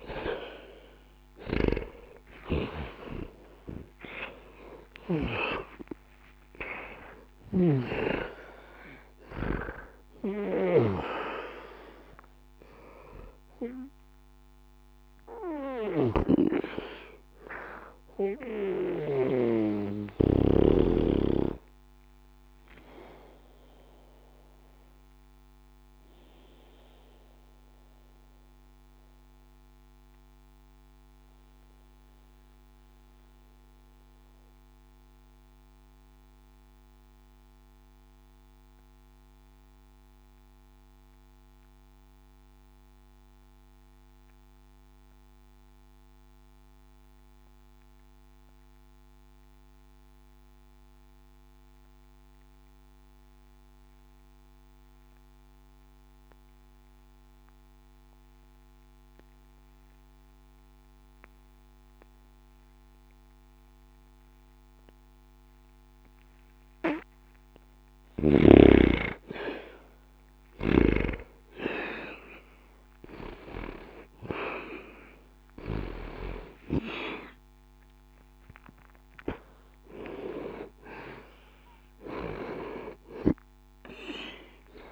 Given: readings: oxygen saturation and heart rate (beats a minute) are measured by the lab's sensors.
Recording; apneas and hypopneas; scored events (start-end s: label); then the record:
breathing in sleep by a microphone on the trachea; 1
0.00-1.50 s: arousal
0.00-39.00 s: oxygen desaturation (device-marked, oxygen 78% lowest, heart rate 60 extreme)
22.00-67.00 s: mixed apnea (oxygen 94% before, 74% lowest, heart rate 69 before, 60 extreme, up 0 after)
59.00-84.92 s: oxygen desaturation (device-marked, oxygen 99% before, 74% lowest, heart rate 60 before, 60 extreme)
71.50-76.50 s: arousal
From the record:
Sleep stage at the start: N2 (light sleep); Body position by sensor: on the back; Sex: male